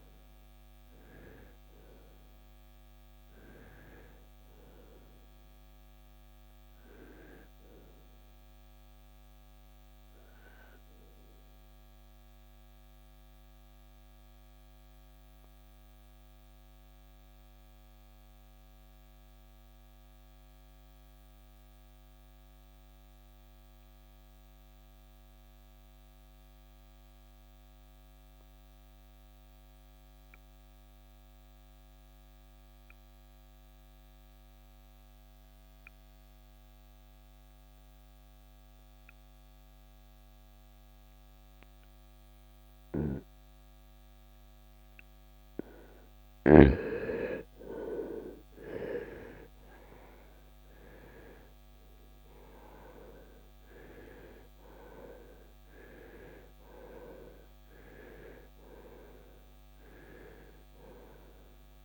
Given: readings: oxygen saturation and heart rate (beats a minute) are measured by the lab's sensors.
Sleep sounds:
breathing in sleep by a microphone on the trachea; 1
0.00-24.50 s: oxygen desaturation (device-marked, oxygen 83% lowest, heart rate 54 extreme)
9.00-45.50 s: mixed apnea (oxygen 96% before, 83% lowest, heart rate 82 before, 54 extreme, up 17 after)
40.50-61.85 s: oxygen desaturation (device-marked, oxygen 98% before, 83% lowest, heart rate 73 before, 53 extreme)
47.50-52.50 s: arousal
From the record:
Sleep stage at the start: N2 (light sleep); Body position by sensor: on the right side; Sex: male

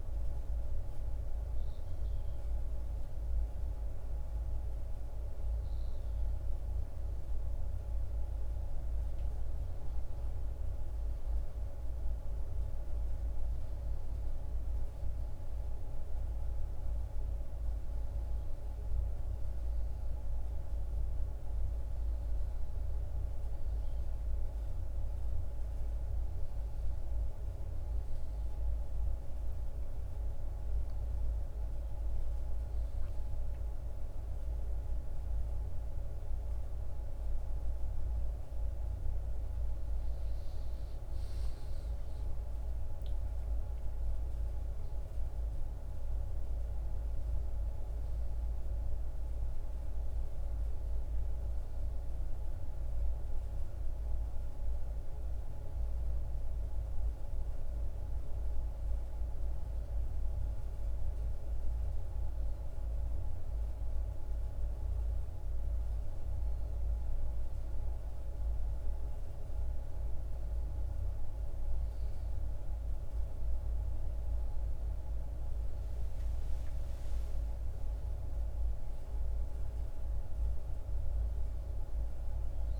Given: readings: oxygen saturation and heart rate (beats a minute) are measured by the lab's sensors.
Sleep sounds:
breathing in sleep, hard to hear, by a room microphone; none
none scored
From the record:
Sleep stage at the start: N1 (lightest sleep); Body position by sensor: on the right side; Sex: male

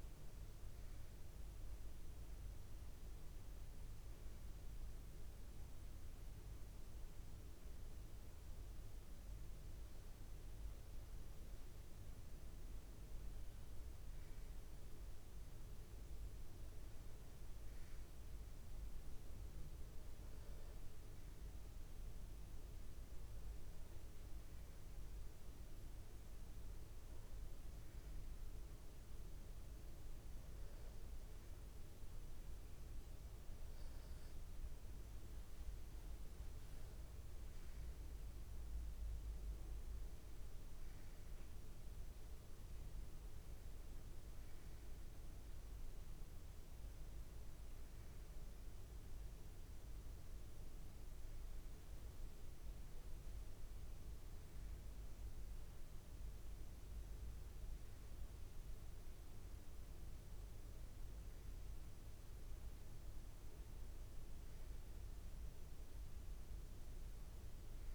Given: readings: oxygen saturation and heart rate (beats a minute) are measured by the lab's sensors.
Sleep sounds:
breathing in sleep, hard to hear, by a room microphone; none
none scored
From the record:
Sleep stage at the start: N1 (lightest sleep); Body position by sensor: on the back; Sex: male

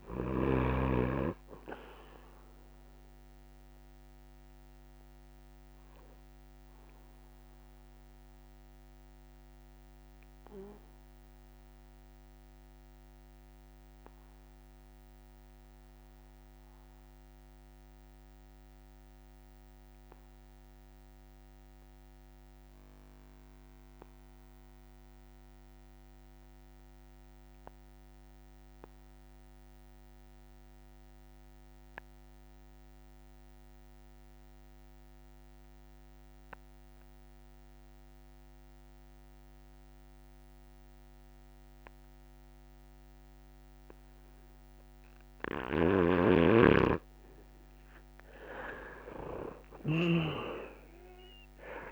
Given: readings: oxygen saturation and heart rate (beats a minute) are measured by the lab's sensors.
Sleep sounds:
breathing in sleep by a microphone on the trachea; 1
0.00-23.50 s: oxygen desaturation (device-marked, oxygen 77% lowest)
5.00-46.00 s: obstructive apnea (oxygen 92% before, 77% lowest)
36.50-51.92 s: oxygen desaturation (device-marked, oxygen 99% before, 78% lowest)
45.00-50.00 s: snoring (device-marked)
From the record:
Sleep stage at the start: N3 (deep sleep); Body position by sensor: on the back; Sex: male

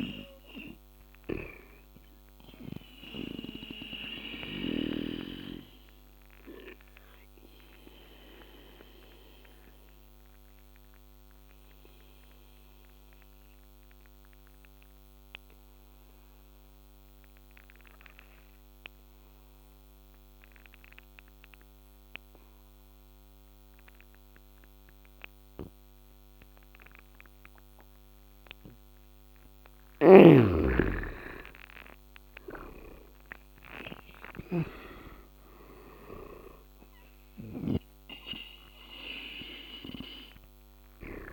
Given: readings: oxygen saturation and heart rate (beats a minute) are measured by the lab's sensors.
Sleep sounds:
breathing in sleep by a microphone on the trachea; 1
0.00-11.00 s: oxygen desaturation (device-marked, oxygen 87% lowest, heart rate 67 extreme)
4.00-27.50 s: obstructive apnea (oxygen 99% before, 80% lowest, heart rate 74 before, 67 extreme, up 13 after)
13.00-22.00 s: oxygen desaturation (device-marked, oxygen 89% before, 82% lowest, heart rate 79 before, 69 extreme)
27.00-41.33 s: oxygen desaturation (device-marked, oxygen 100% before, 80% lowest, heart rate 72 before, 72 extreme)
29.50-37.50 s: snoring (device-marked)
30.00-34.50 s: arousal
From the record:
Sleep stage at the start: N2 (light sleep); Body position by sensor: on the back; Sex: male

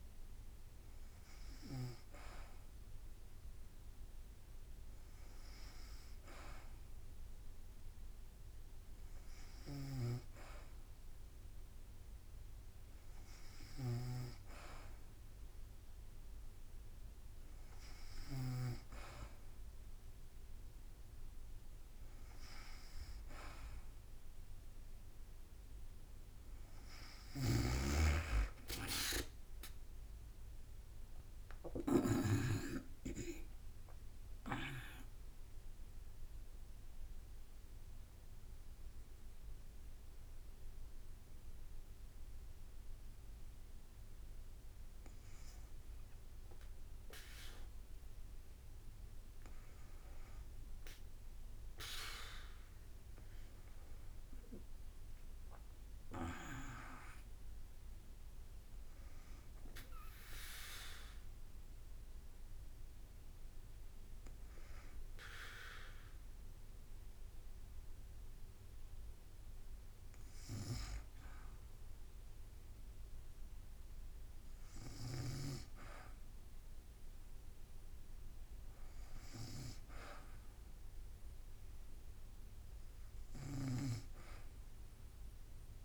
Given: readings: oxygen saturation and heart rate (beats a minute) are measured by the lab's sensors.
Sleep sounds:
breathing in sleep by a room microphone; 2
9.00-18.50 s: snoring (device-marked)
28.00-43.00 s: drop in pulse transit time (device-marked, heart rate 54 before, 54 extreme)
30.50-33.50 s: arousal
35.00-48.50 s: mixed apnea (oxygen 95% before, 94% lowest, heart rate 54 before, 52 extreme, up 3 after)
52.00-56.00 s: arousal
60.50-70.50 s: hypopnea (oxygen 98% before, 95% lowest, heart rate 56 before, 52 extreme, up 1 after)
From the record:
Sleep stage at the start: N2 (light sleep); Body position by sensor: on the back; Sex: female

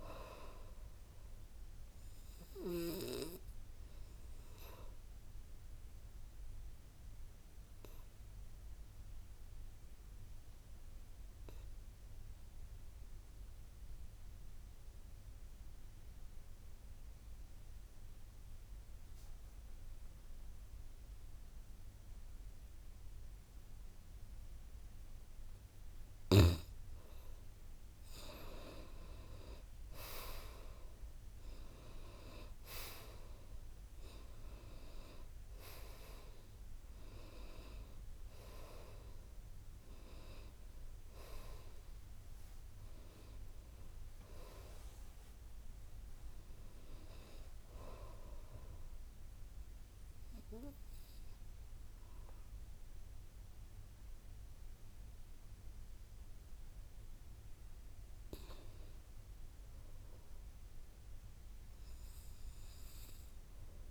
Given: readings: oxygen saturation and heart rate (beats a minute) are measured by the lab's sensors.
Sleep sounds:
breathing in sleep by a room microphone; 2
0.00-12.00 s: oxygen desaturation (device-marked, oxygen 86% lowest, heart rate 54 extreme)
3.50-25.50 s: obstructive apnea (oxygen 98% before, 86% lowest, heart rate 65 before, 55 extreme, up 11 after)
28.00-32.00 s: arousal
30.00-61.00 s: oxygen desaturation (device-marked, oxygen 98% before, 86% lowest, heart rate 56 before, 51 extreme)
48.50-58.50 s: obstructive apnea (oxygen 98% before, 82% lowest, heart rate 65 before, 51 extreme, up 3 after)
From the record:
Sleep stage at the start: N2 (light sleep); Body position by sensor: on the back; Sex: male

